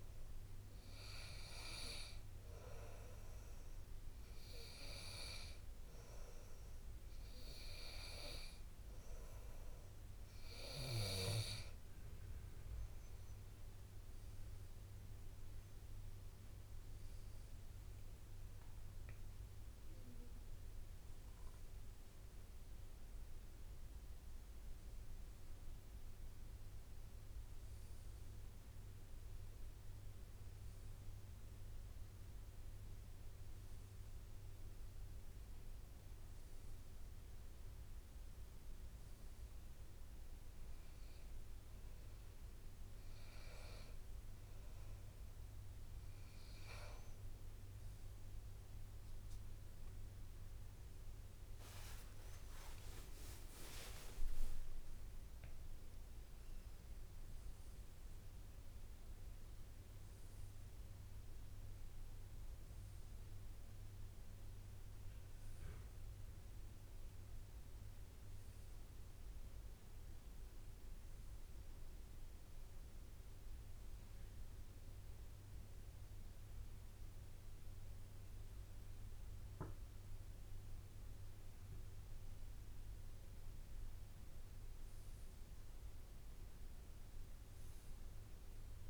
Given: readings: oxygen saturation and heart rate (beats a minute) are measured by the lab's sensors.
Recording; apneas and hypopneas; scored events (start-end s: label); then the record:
breathing in sleep by a room microphone; 1
0.50-12.50 s: obstructive apnea (oxygen 99% before, 95% lowest, heart rate 67 before, 67 extreme, up 0 after)
16.50-21.00 s: arousal
53.50-57.00 s: arousal
54.00-57.00 s: tachycardia (device-marked, heart rate 72 before, 100 extreme)
54.50-56.50 s: long interval between heartbeats (device-marked, heart rate 69 before, 88 extreme)
From the record:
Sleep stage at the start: N2 (light sleep); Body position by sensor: on the back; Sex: male